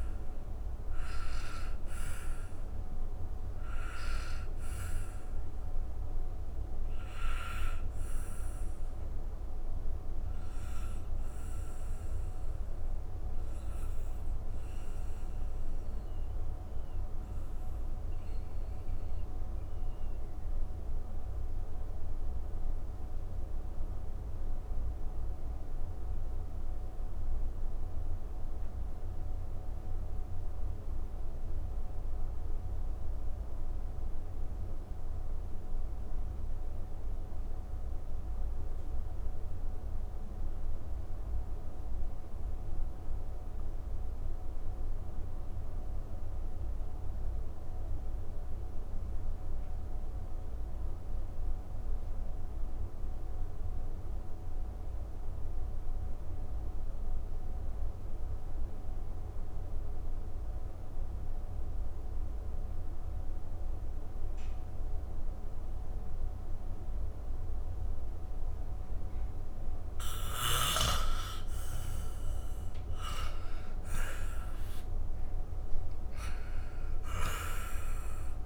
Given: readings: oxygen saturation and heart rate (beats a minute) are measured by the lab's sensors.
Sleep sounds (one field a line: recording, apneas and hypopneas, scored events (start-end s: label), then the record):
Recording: breathing in sleep, hard to hear, by a room microphone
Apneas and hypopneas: 1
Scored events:
0.00-33.00 s: oxygen desaturation (device-marked, oxygen 84% lowest, heart rate 38 extreme)
6.00-71.00 s: mixed apnea (oxygen 97% before, 80% lowest, heart rate 113 before, 38 extreme)
61.00-78.46 s: oxygen desaturation (device-marked, oxygen 98% before, 80% lowest, heart rate 85 before, 46 extreme)
72.00-77.50 s: arousal
From the record:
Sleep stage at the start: N2 (light sleep)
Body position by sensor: on the back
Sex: male